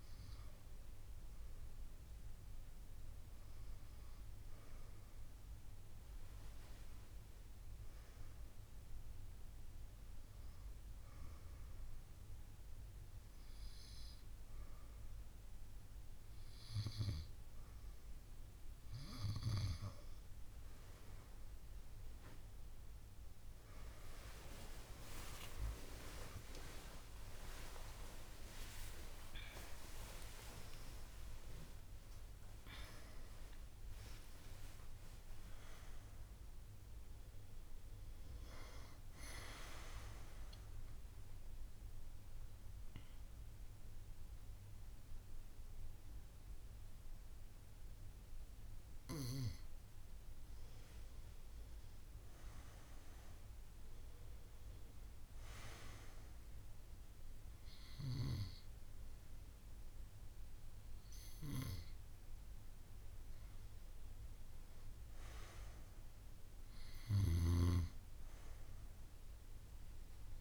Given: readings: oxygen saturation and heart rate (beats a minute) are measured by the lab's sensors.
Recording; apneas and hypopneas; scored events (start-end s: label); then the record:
a person partly awake in a sleep study, by a room microphone; none
13.50-43.50 s: new sleep stage, awake
24.50-26.50 s: long interval between heartbeats (device-marked)
36.50-42.50 s: drop in pulse transit time (device-marked)
40.50-42.50 s: long interval between heartbeats (device-marked)
43.50-70.41 s: new sleep stage, N2 (light sleep)
47.50-49.50 s: long interval between heartbeats (device-marked)
58.50-64.50 s: oxygen desaturation (device-marked, oxygen 97% before, 94% lowest)
From the record:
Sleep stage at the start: N2 (light sleep); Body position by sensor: on the right side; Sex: female